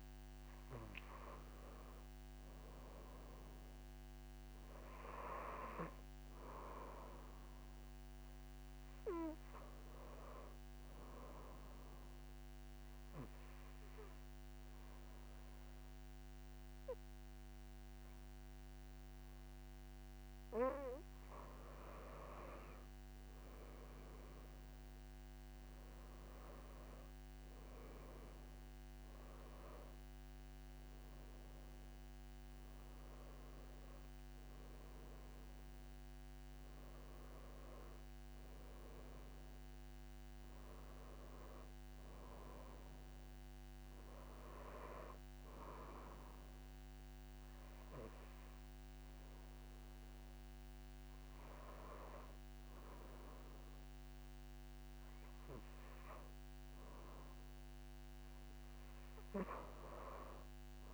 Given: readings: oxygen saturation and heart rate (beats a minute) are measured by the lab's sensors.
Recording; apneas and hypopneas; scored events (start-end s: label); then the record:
breathing in sleep by a microphone on the trachea; 1
10.50-21.50 s: obstructive apnea (oxygen 96% before, 92% lowest)
22.50-25.00 s: arousal
From the record:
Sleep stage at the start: N2 (light sleep); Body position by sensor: on the back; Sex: female